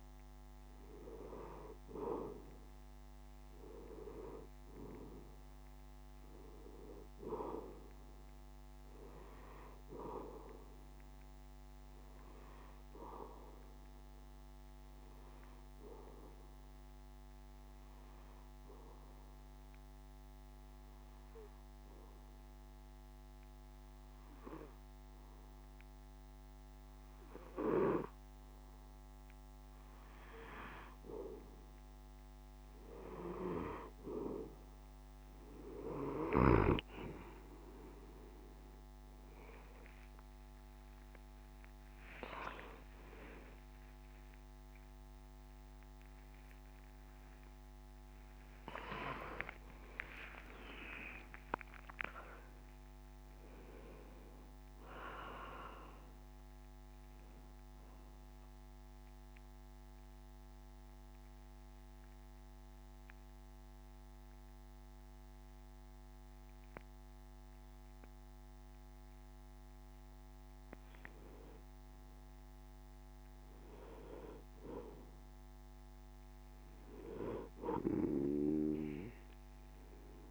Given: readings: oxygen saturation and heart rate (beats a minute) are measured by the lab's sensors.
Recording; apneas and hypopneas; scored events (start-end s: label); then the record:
breathing in sleep by a microphone on the trachea; 2
17.50-30.50 s: obstructive apnea (oxygen 93% before, 92% lowest)
42.50-49.50 s: arousal
60.50-72.00 s: central apnea (oxygen 95% before, 93% lowest)
76.00-79.50 s: arousal
From the record:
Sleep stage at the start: N2 (light sleep); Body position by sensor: on the back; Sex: male